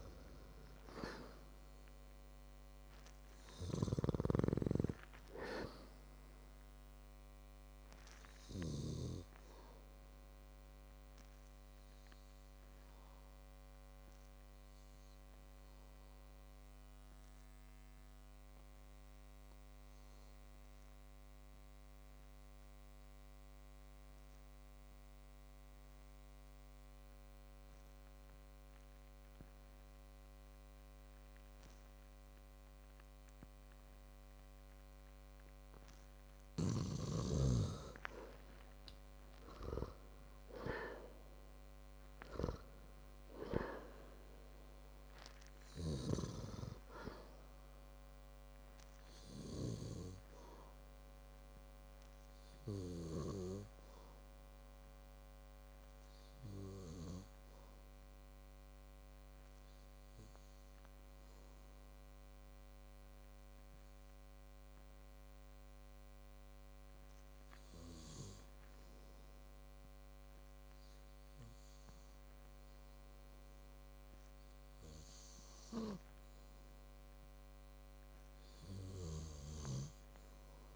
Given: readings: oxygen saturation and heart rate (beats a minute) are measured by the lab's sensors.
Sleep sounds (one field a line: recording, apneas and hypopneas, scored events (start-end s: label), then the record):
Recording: breathing in sleep by a microphone on the trachea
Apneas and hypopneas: 2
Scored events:
19.50-38.00 s: obstructive apnea (oxygen 97% before, 93% lowest, heart rate 62 before, 52 extreme, up 13 after)
39.50-42.00 s: arousal
49.50-69.50 s: hypopnea (oxygen 98% before, 93% lowest, heart rate 61 before, 52 extreme, up 9 after)
66.50-75.50 s: oxygen desaturation (device-marked, oxygen 97% before, 93% lowest, heart rate 58 before, 53 extreme)
72.00-74.50 s: arousal
From the record:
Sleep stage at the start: N2 (light sleep)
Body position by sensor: on the back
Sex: male